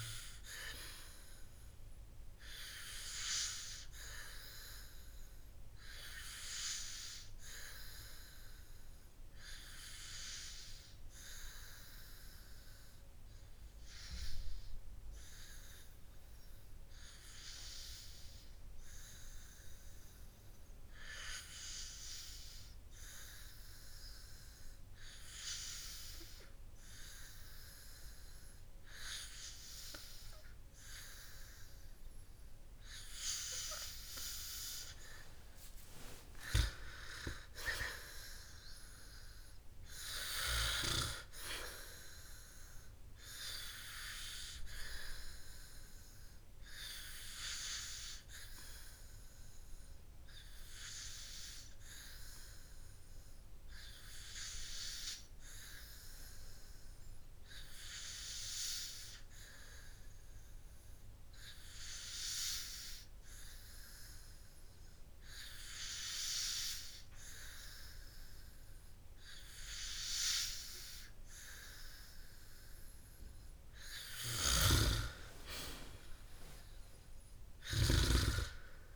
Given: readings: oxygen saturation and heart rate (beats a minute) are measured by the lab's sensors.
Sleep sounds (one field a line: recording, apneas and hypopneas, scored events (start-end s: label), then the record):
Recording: breathing in sleep by a room microphone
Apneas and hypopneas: 2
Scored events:
5.00-32.50 s: hypopnea (oxygen 98% before, 93% lowest, heart rate 60 before, 51 extreme, up 12 after)
21.50-31.50 s: oxygen desaturation (device-marked, oxygen 96% before, 93% lowest, heart rate 57 before, 53 extreme)
36.50-40.50 s: arousal
49.00-73.00 s: hypopnea (oxygen 97% before, 94% lowest, heart rate 61 before, 53 extreme, up 8 after)
62.50-78.50 s: oxygen desaturation (device-marked, oxygen 97% before, 94% lowest, heart rate 58 before, 52 extreme)
75.00-78.96 s: snoring (device-marked)
77.00-78.96 s: arousal
From the record:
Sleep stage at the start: N2 (light sleep)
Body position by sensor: on the back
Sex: male